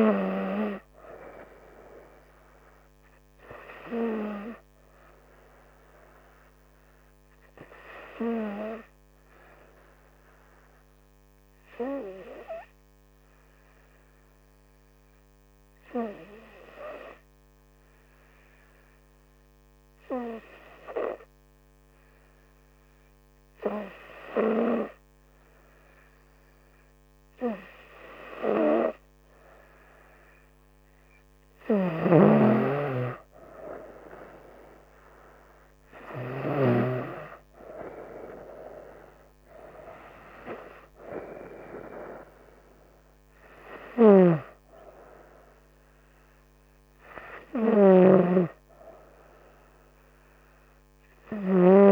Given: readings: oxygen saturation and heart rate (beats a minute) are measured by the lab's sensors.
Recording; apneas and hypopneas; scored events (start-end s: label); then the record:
breathing in sleep by a microphone on the trachea; 1
0.00-18.00 s: oxygen desaturation (device-marked, oxygen 94% lowest, heart rate 66 extreme)
7.50-31.50 s: hypopnea (oxygen 98% before, 94% lowest, heart rate 70 before, 66 extreme, up 4 after)
33.00-35.50 s: arousal
From the record:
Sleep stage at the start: N2 (light sleep); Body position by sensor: on the front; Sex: female